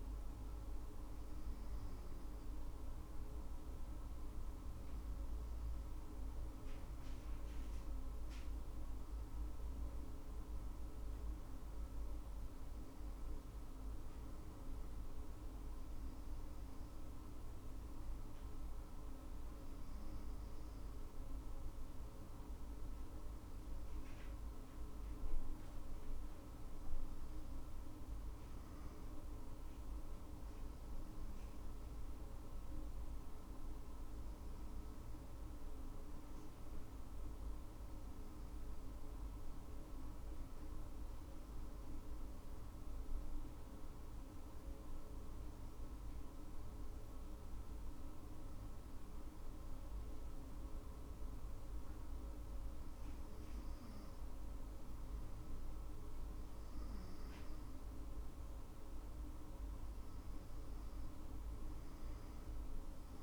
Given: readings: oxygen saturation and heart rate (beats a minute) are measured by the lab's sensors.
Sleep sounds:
breathing in sleep, hard to hear, by a room microphone; 1
24.50-28.00 s: arousal
33.00-48.00 s: hypopnea (oxygen 98% before, 96% lowest, heart rate 59 before, 57 extreme, up 12 after)
49.50-53.50 s: arousal
From the record:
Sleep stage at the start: N2 (light sleep); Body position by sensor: on the back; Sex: female

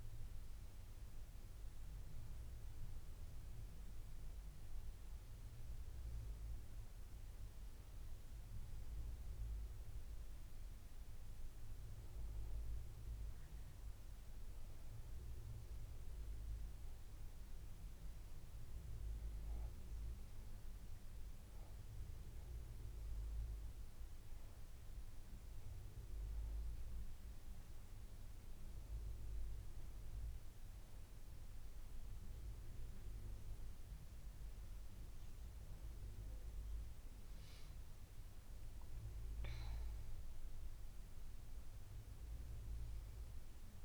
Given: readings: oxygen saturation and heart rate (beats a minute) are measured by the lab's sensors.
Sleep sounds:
breathing in sleep, hard to hear, by a room microphone; none
none scored
From the record:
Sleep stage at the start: N2 (light sleep); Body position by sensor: on the back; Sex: female

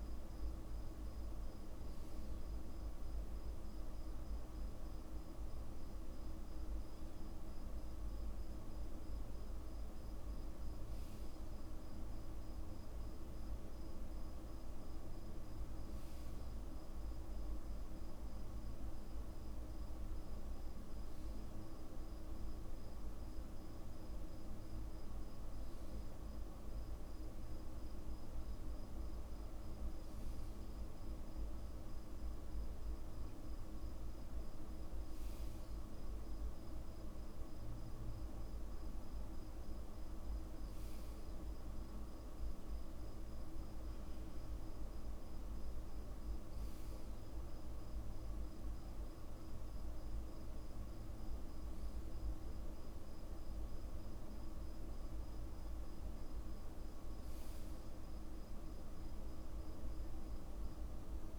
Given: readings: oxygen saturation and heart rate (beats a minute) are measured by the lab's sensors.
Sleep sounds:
breathing in sleep, hard to hear, by a room microphone; none
27.50-32.50 s: arousal
From the record:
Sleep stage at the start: REM sleep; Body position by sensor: on the back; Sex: male

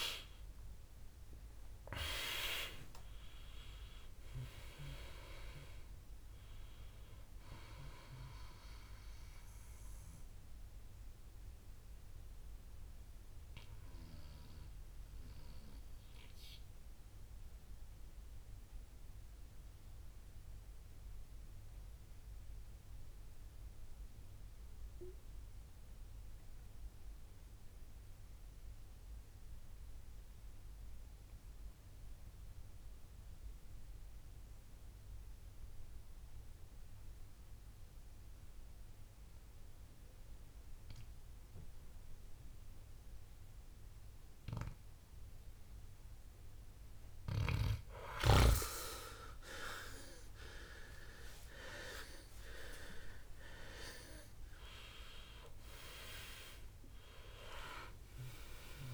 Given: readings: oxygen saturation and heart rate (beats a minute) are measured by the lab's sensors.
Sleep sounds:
breathing in sleep by a room microphone; 1
0.00-1.00 s: arousal
0.00-28.50 s: oxygen desaturation (device-marked, oxygen 88% lowest, heart rate 55 extreme)
9.00-46.50 s: mixed apnea (oxygen 98% before, 88% lowest, heart rate 71 before, 55 extreme, up 21 after)
45.50-58.94 s: oxygen desaturation (device-marked, oxygen 98% before, 89% lowest, heart rate 57 before, 57 extreme)
56.50-58.94 s: arousal
From the record:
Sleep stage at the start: N2 (light sleep); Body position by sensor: on the back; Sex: male

